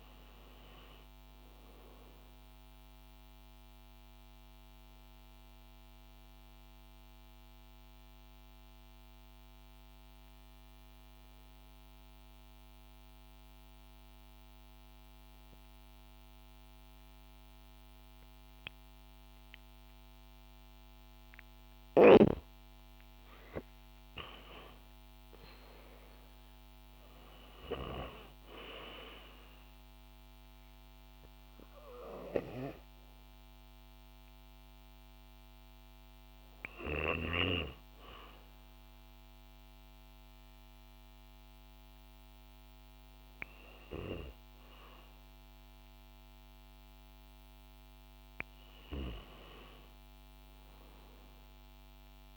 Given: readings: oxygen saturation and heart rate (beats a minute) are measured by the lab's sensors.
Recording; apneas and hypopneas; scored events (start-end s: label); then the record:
breathing in sleep by a microphone on the trachea; 1
0.00-1.50 s: arousal
4.50-21.50 s: obstructive apnea (oxygen 98% before, 92% lowest, heart rate 130 before, 42 extreme)
23.00-27.00 s: arousal
26.50-45.50 s: oxygen desaturation (device-marked, oxygen 97% before, 92% lowest, heart rate 95 before, 77 extreme)
48.50-52.37 s: arousal
From the record:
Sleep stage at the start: N2 (light sleep); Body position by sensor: on the back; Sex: female